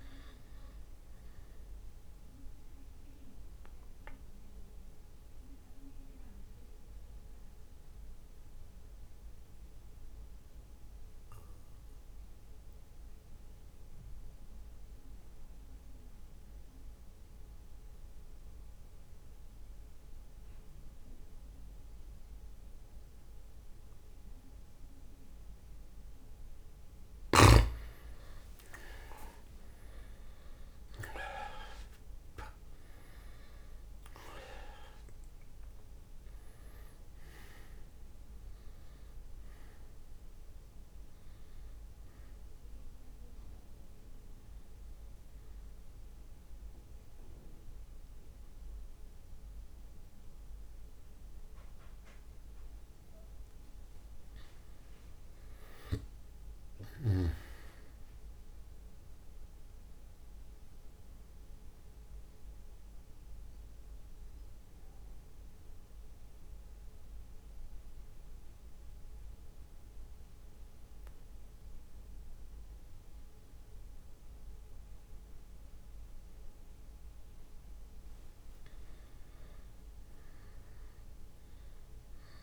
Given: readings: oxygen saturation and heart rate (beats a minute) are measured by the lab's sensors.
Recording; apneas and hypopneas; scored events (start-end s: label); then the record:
breathing in sleep by a room microphone; 2
3.50-26.50 s: mixed apnea (oxygen 97% before, 89% lowest)
28.50-33.50 s: arousal
35.00-64.00 s: oxygen desaturation (device-marked, oxygen 98% before, 89% lowest)
59.50-77.00 s: central apnea (oxygen 98% before, 89% lowest)
78.50-82.00 s: arousal
From the record:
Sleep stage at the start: N2 (light sleep); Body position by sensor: on the back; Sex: male